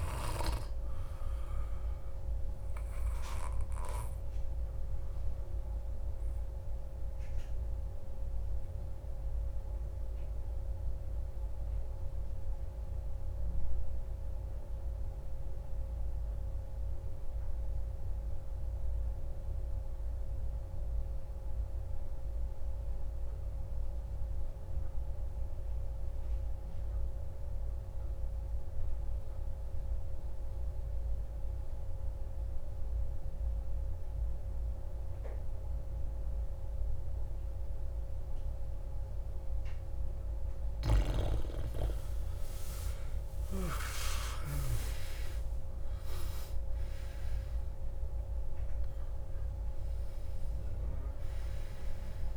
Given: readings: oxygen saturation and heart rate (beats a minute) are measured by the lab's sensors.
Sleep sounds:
breathing in sleep by a room microphone; 1
0.00-17.00 s: oxygen desaturation (device-marked, oxygen 92% lowest)
6.50-40.00 s: obstructive apnea (oxygen 97% before, 91% lowest)
32.00-52.36 s: oxygen desaturation (device-marked, oxygen 98% before, 91% lowest)
41.50-47.00 s: arousal
From the record:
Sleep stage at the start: N2 (light sleep); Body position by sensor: on the back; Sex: male

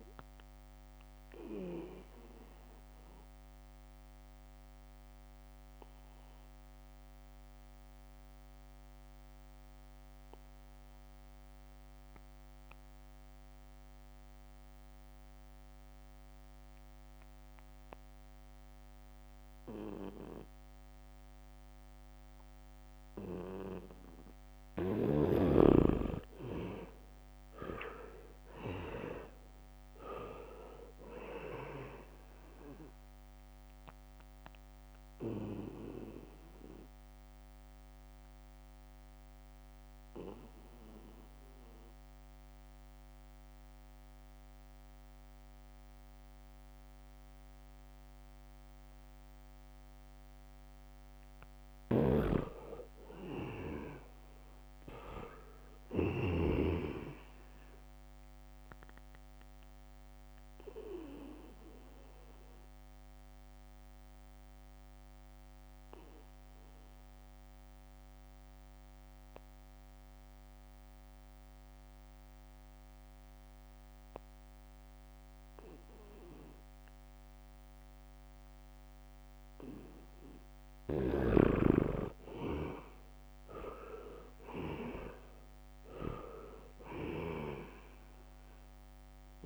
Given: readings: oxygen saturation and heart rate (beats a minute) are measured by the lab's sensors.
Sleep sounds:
breathing in sleep by a microphone on the trachea; 3
0.00-14.00 s: oxygen desaturation (device-marked, oxygen 85% lowest, heart rate 70 extreme)
2.00-24.00 s: obstructive apnea (oxygen 98% before, 80% lowest, heart rate 76 before, 70 extreme)
20.00-50.00 s: oxygen desaturation (device-marked, oxygen 99% before, 80% lowest, heart rate 77 before, 70 extreme)
27.00-30.50 s: arousal
33.50-51.50 s: obstructive apnea (oxygen 99% before, 80% lowest, heart rate 74 before, 74 extreme, up 3 after)
52.50-57.00 s: snoring (device-marked)
53.50-57.50 s: arousal
55.00-74.00 s: oxygen desaturation (device-marked, oxygen 98% before, 85% lowest, heart rate 77 before, 69 extreme)
60.50-79.50 s: obstructive apnea (oxygen 98% before, 80% lowest, heart rate 77 before, 69 extreme, up 0 after)
73.00-80.00 s: leg movement (device-marked)
82.50-87.00 s: arousal
83.00-89.45 s: oxygen desaturation (device-marked, oxygen 98% before, 80% lowest, heart rate 74 before, 71 extreme)
From the record:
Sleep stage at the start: N2 (light sleep); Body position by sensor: on the back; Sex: male

